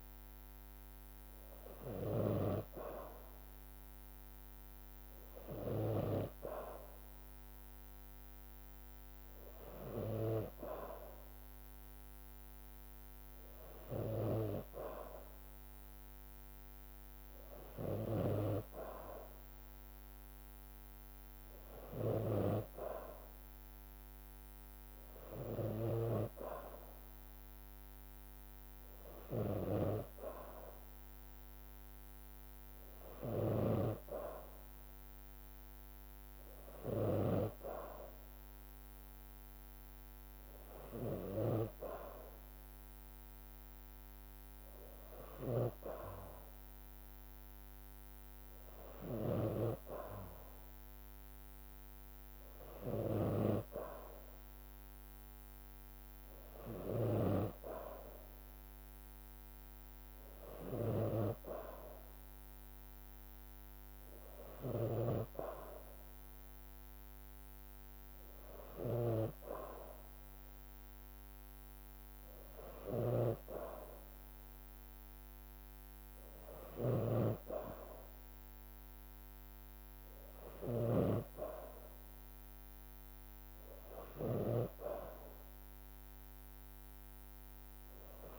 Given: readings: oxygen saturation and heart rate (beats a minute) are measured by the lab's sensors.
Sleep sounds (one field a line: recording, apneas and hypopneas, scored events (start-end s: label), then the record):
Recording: breathing in sleep by a microphone on the trachea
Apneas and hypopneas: none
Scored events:
11.50-13.50 s: long interval between heartbeats (device-marked, heart rate 57 before, 59 extreme)
73.00-88.39 s: snoring (device-marked)
From the record:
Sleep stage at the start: N2 (light sleep)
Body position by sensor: on the back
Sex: female